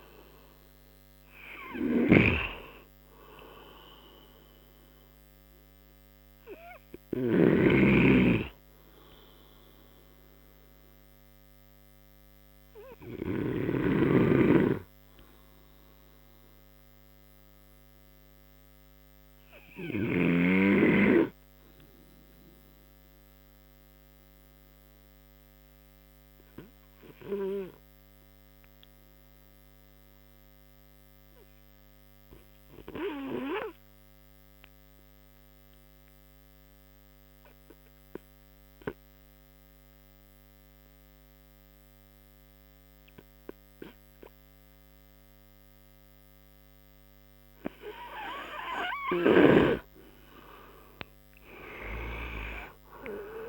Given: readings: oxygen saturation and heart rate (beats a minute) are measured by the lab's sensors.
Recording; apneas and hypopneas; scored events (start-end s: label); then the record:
breathing in sleep by a microphone on the trachea; 1
8.50-47.00 s: obstructive apnea (oxygen 98% before, 89% lowest)
14.50-21.00 s: snoring (device-marked)
15.00-22.00 s: oxygen desaturation (device-marked, oxygen 96% before, 89% lowest)
35.00-53.49 s: oxygen desaturation (device-marked, oxygen 99% before, 93% lowest)
From the record:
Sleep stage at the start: N2 (light sleep); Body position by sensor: on the right side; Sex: male